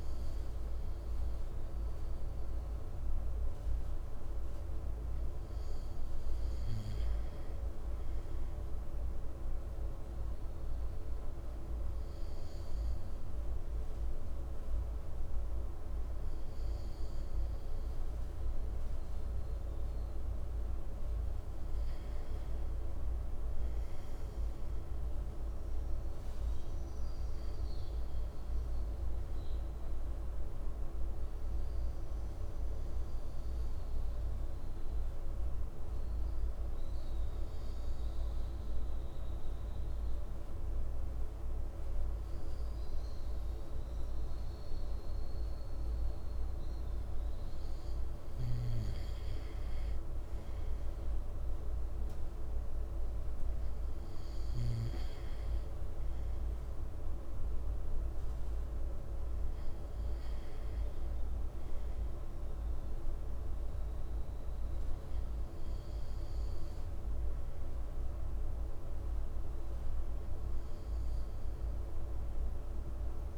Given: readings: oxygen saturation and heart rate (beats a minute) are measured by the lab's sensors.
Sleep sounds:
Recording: breathing in sleep, hard to hear, by a room microphone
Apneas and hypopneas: none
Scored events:
48.00-54.50 s: snoring (device-marked)
From the record:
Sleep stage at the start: N2 (light sleep)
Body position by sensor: on the right side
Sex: male

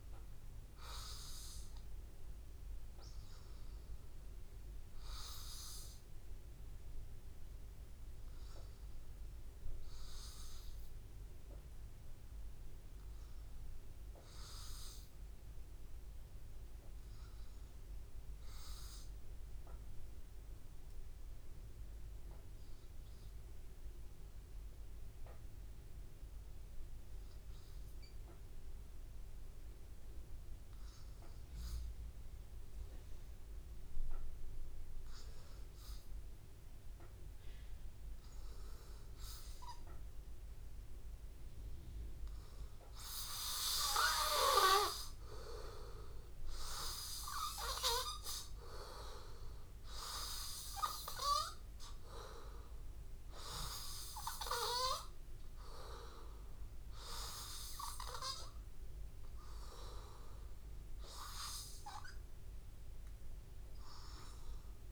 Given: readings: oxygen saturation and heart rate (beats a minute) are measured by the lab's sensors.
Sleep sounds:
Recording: breathing in sleep by a room microphone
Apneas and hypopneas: 1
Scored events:
0.00-2.50 s: oxygen desaturation (device-marked, oxygen 91% lowest, heart rate 83 extreme)
2.50-40.00 s: hypopnea (oxygen 97% before, 91% lowest, heart rate 84 before, 82 extreme, up 1 after)
29.50-64.92 s: oxygen desaturation (device-marked, oxygen 98% before, 92% lowest, heart rate 84 before, 75 extreme)
42.50-46.00 s: arousal
From the record:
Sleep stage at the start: N2 (light sleep)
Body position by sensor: on the back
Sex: male

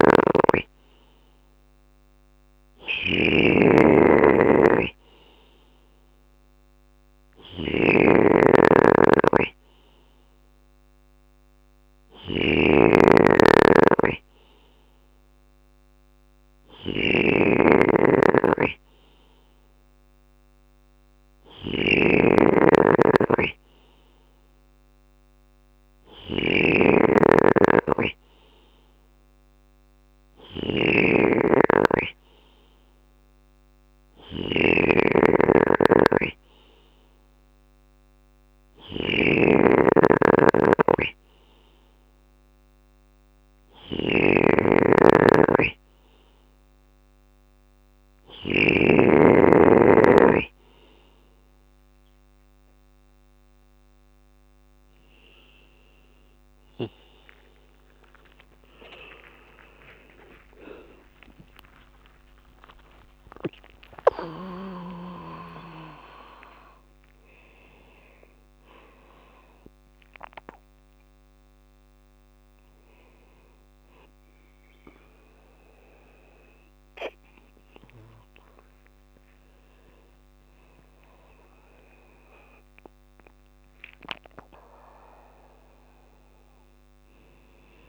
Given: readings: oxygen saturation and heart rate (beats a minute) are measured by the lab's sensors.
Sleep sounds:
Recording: a person partly awake in a sleep study, by a microphone on the trachea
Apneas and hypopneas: none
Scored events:
0.00-4.00 s: bradycardia (device-marked, heart rate 57 extreme)
0.00-48.00 s: snoring (device-marked)
5.00-12.00 s: bradycardia (device-marked, heart rate 60 before, 58 extreme)
16.00-27.00 s: bradycardia (device-marked, heart rate 60 before, 58 extreme)
42.00-53.00 s: bradycardia (device-marked, heart rate 60 before, 57 extreme)
56.00-64.00 s: tachycardia (device-marked, heart rate 60 before, 150 extreme)
57.00-59.00 s: long interval between heartbeats (device-marked, heart rate 59 before, 74 extreme)
59.00-77.00 s: drop in pulse transit time (device-marked, heart rate 61 before, 73 extreme)
59.00-87.89 s: new sleep stage, awake
62.50-64.50 s: long interval between heartbeats (device-marked, heart rate 70 before, 146 extreme)
78.50-80.50 s: long interval between heartbeats (device-marked, heart rate 100 before, 75 extreme)
From the record:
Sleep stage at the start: N2 (light sleep)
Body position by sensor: on the left side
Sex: male

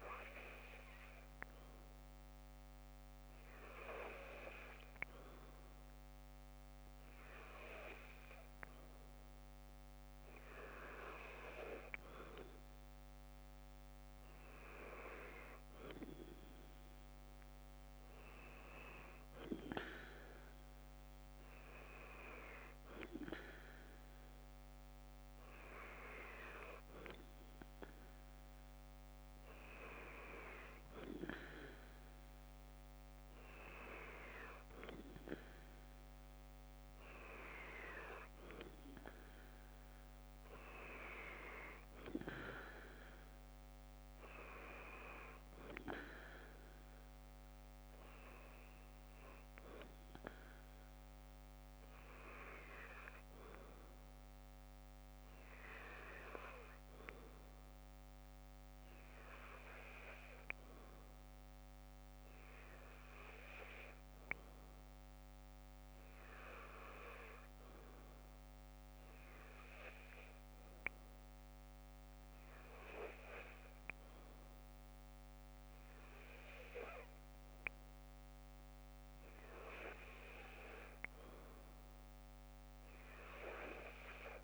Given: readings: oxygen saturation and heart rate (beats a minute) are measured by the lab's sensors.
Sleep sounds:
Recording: breathing in sleep by a microphone on the trachea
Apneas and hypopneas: none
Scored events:
none scored
From the record:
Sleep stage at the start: N2 (light sleep)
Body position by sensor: on the left side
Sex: female

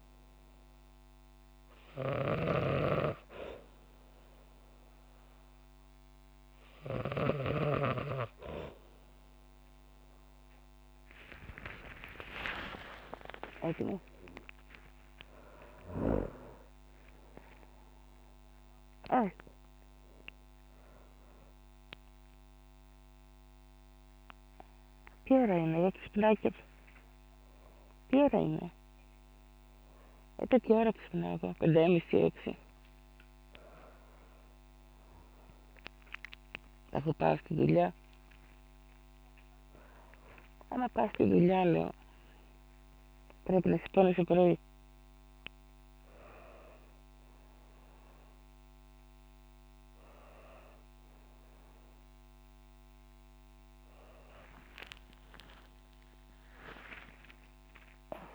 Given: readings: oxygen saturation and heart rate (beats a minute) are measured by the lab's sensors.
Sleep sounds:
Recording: a person awake in a sleep study, by a microphone on the trachea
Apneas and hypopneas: none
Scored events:
0.00-6.50 s: snoring (device-marked)
24.50-31.00 s: snoring (device-marked)
From the record:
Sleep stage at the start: awake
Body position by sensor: on the back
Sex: female

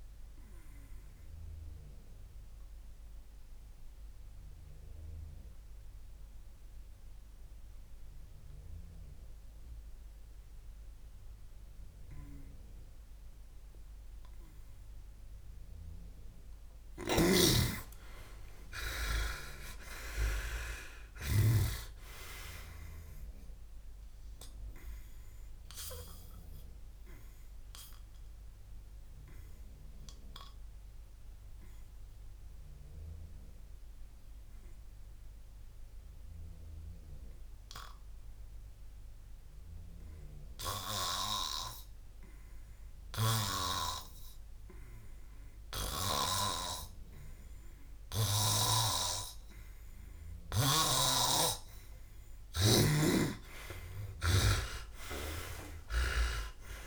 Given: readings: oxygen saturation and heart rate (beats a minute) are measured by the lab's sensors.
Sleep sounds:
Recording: breathing in sleep by a room microphone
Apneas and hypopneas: 2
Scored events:
1.50-15.50 s: obstructive apnea (oxygen 98% before, 87% lowest, heart rate 66 before, 58 extreme, up 37 after)
17.00-21.50 s: snoring (device-marked)
18.50-22.50 s: arousal
29.50-41.50 s: obstructive apnea (oxygen 96% before, 86% lowest, heart rate 71 before, 54 extreme, up 0 after)
48.50-53.50 s: oxygen desaturation (device-marked, oxygen 96% before, 92% lowest, heart rate 58 before, 55 extreme)
53.00-56.87 s: arousal
From the record:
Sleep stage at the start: N2 (light sleep)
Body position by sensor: on the back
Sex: male

